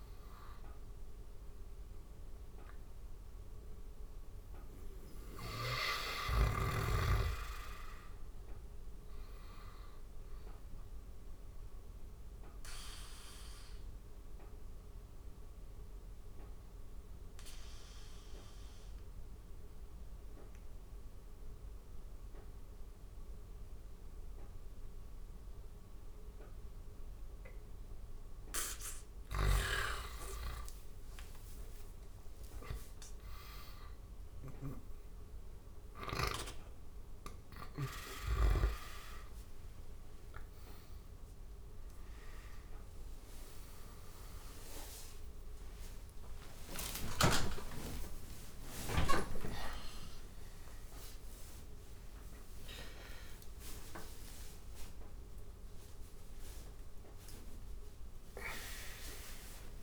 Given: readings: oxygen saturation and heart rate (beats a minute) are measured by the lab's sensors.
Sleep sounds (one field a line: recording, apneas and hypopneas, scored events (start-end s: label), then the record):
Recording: a person partly awake in a sleep study, by a room microphone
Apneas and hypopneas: 1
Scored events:
3.00-25.00 s: oxygen desaturation (device-marked, oxygen 99% before, 86% lowest, heart rate 83 before, 82 extreme)
11.00-28.00 s: obstructive apnea (oxygen 99% before, 86% lowest, heart rate 88 before, 82 extreme, up 9 after)
28.50-37.50 s: snoring (device-marked)
36.00-59.83 s: oxygen desaturation (device-marked, oxygen 97% before, 87% lowest, heart rate 85 before, 86 extreme)
43.00-59.83 s: new sleep stage, awake
46.00-48.00 s: long interval between heartbeats (device-marked, heart rate 91 before, 114 extreme)
From the record:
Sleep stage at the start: N2 (light sleep)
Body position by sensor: on the back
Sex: male